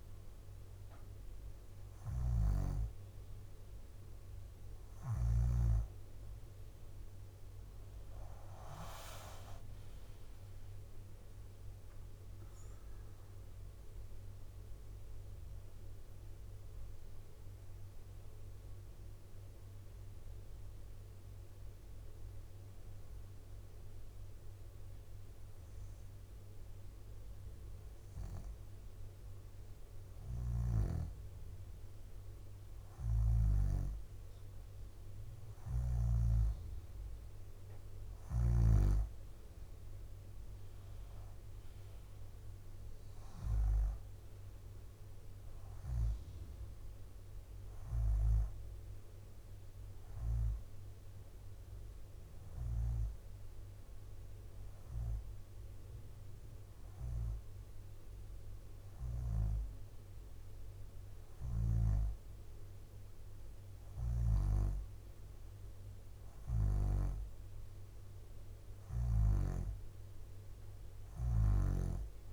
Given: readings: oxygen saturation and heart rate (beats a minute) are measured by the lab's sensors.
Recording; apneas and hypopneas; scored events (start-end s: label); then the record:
breathing in sleep by a room microphone; 2
0.00-2.50 s: snoring (device-marked)
1.50-3.50 s: leg movement (device-marked)
10.50-14.00 s: arousal
12.50-24.50 s: drop in pulse transit time (device-marked, heart rate 64 before, 64 extreme)
16.00-28.00 s: hypopnea (oxygen 94% before, 92% lowest, heart rate 64 before, 61 extreme)
30.00-33.50 s: snoring (device-marked)
31.50-35.00 s: arousal
40.50-42.00 s: leg movement (device-marked)
42.00-45.00 s: leg movement (device-marked)
50.50-62.50 s: hypopnea (oxygen 96% before, 93% lowest, heart rate 64 before, 60 extreme, up 7 after)
57.50-67.50 s: drop in pulse transit time (device-marked, heart rate 66 before, 60 extreme)
64.00-69.00 s: snoring (device-marked)
64.50-67.50 s: arousal
68.50-69.50 s: leg movement (device-marked)
From the record:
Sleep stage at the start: N2 (light sleep); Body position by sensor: upright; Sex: female